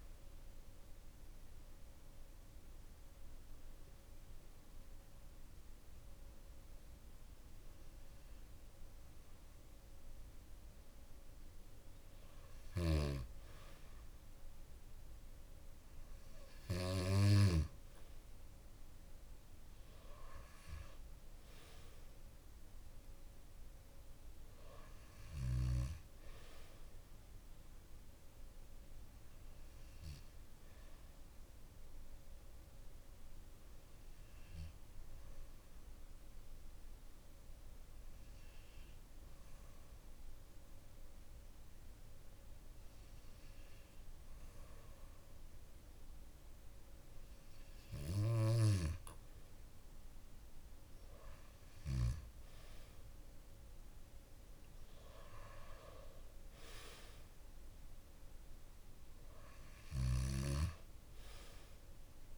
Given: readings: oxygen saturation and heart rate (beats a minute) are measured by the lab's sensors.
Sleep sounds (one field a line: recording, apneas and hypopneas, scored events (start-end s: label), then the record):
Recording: breathing in sleep by a room microphone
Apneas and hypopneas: 2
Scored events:
0.50-11.50 s: hypopnea (oxygen 97% before, 92% lowest, heart rate 63 before, 53 extreme, up 5 after)
12.00-16.50 s: snoring (device-marked)
14.00-18.00 s: arousal
21.00-33.00 s: oxygen desaturation (device-marked, oxygen 96% before, 92% lowest, heart rate 56 before, 53 extreme)
31.50-46.50 s: hypopnea (oxygen 96% before, 93% lowest, heart rate 58 before, 53 extreme, up 16 after)
49.00-53.00 s: arousal
From the record:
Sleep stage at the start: N2 (light sleep)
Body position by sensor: on the back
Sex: male